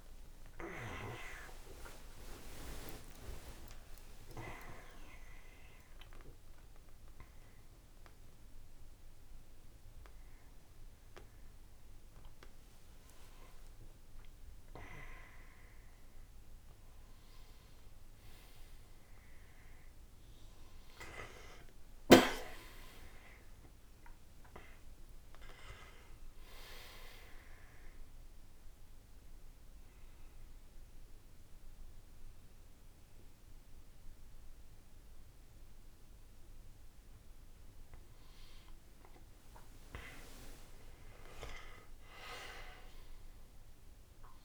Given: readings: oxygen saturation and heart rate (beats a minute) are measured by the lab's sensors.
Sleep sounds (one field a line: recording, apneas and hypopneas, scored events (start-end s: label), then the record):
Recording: a person partly awake in a sleep study, by a room microphone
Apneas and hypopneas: 1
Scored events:
14.00-44.45 s: new sleep stage, N2 (light sleep)
28.00-38.50 s: mixed apnea (oxygen 99% before, 90% lowest, heart rate 84 before, 55 extreme, up 28 after)
29.00-44.00 s: oxygen desaturation (device-marked, oxygen 99% before, 92% lowest, heart rate 83 before, 55 extreme)
40.00-43.50 s: arousal
From the record:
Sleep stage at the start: awake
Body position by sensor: on the right side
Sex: male